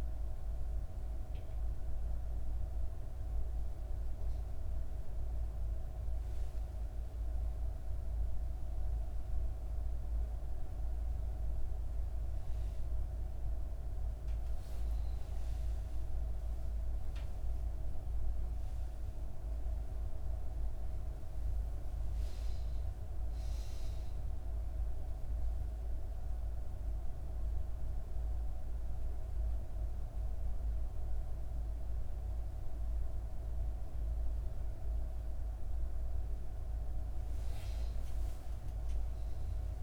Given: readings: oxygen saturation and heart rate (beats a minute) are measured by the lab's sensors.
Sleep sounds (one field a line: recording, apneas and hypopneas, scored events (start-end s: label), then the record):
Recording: a person awake in a sleep study, hard to hear, by a room microphone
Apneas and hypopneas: none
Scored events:
0.00-12.00 s: oxygen desaturation (device-marked, oxygen 87% lowest, heart rate 63 extreme)
25.00-39.83 s: new sleep stage, N1 (lightest sleep)
From the record:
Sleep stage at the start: awake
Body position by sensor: on the back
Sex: female